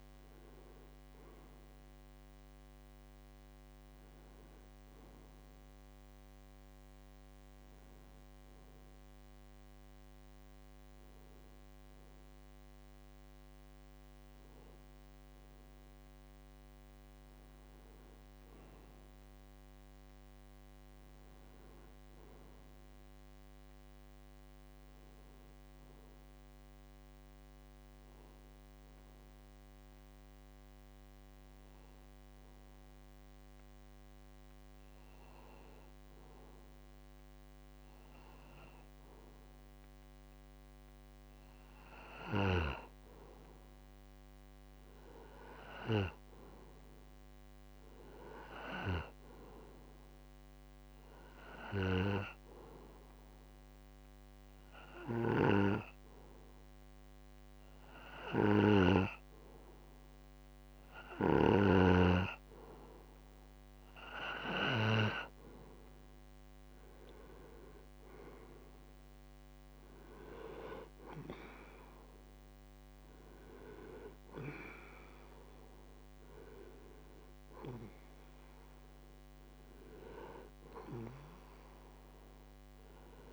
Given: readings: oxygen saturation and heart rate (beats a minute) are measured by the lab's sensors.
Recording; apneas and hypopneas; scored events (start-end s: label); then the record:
breathing in sleep by a microphone on the trachea; 3
0.00-14.50 s: oxygen desaturation (device-marked, oxygen 88% lowest, heart rate 38 extreme)
5.00-15.50 s: hypopnea (oxygen 97% before, 88% lowest, heart rate 57 before, 48 extreme, up 4 after)
17.00-21.00 s: arousal
27.50-39.00 s: obstructive apnea (oxygen 98% before, 90% lowest, heart rate 66 before, 42 extreme, up 21 after)
42.00-45.50 s: arousal
49.50-83.33 s: oxygen desaturation (device-marked, oxygen 97% before, 90% lowest, heart rate 56 before, 65 extreme)
53.00-63.00 s: obstructive apnea (oxygen 99% before, 90% lowest, heart rate 58 before, 65 extreme, up 2 after)
66.00-69.50 s: arousal
From the record:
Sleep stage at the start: N2 (light sleep); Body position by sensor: on the back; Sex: male